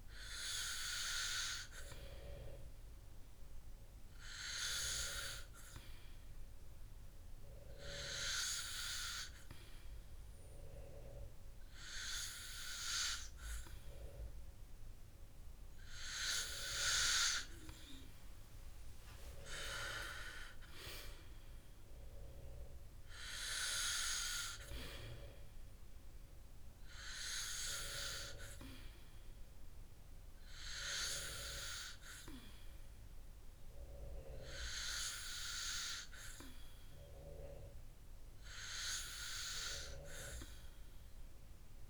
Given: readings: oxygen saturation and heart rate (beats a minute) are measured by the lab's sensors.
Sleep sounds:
breathing in sleep by a room microphone; 1
1.50-14.00 s: hypopnea (oxygen 97% before, 95% lowest)
16.00-19.50 s: arousal
From the record:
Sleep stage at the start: N2 (light sleep); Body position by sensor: on the back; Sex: male

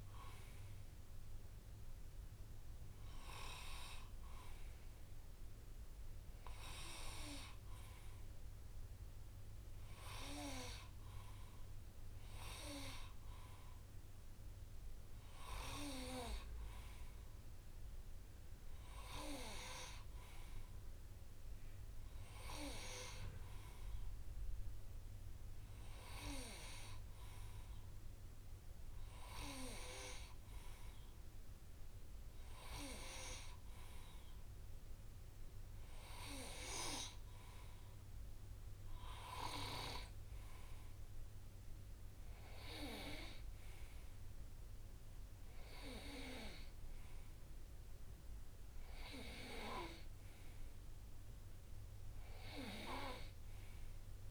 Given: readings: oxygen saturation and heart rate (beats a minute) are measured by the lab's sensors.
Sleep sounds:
breathing in sleep by a room microphone; none
none scored
From the record:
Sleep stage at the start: N2 (light sleep); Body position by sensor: on the right side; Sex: male

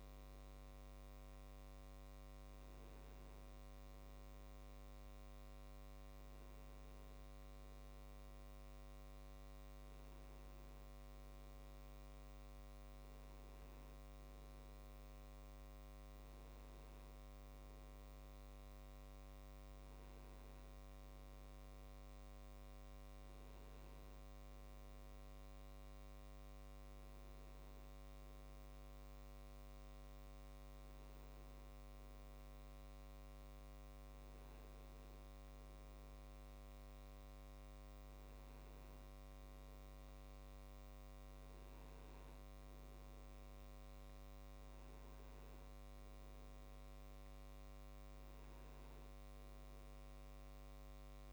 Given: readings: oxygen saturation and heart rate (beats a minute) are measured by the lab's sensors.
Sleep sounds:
breathing in sleep, hard to hear, by a microphone on the trachea; none
none scored
From the record:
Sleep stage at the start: N1 (lightest sleep); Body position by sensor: on the back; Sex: male

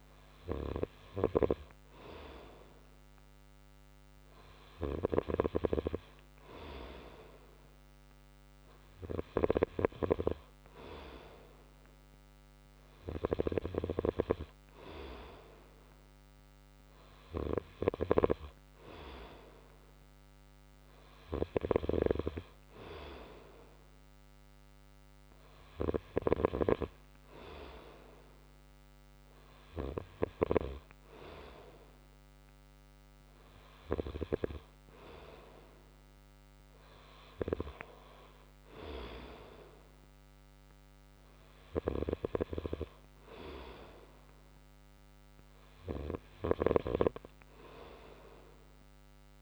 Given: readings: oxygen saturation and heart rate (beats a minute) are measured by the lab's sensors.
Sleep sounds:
breathing in sleep by a microphone on the trachea; none
none scored
From the record:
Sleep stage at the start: N2 (light sleep); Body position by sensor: on the right side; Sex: male

